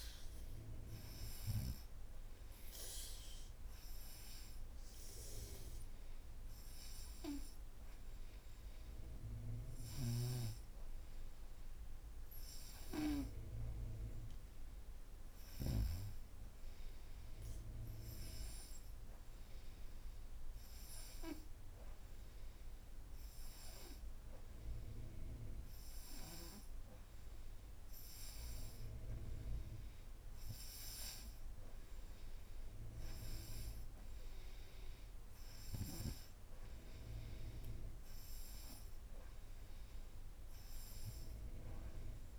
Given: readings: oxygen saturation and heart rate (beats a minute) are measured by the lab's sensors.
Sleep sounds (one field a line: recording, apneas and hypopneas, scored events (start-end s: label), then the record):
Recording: breathing in sleep by a room microphone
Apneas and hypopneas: none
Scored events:
0.00-11.50 s: oxygen desaturation (device-marked, oxygen 90% lowest, heart rate 66 extreme)
From the record:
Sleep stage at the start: N2 (light sleep)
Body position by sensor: upright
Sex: female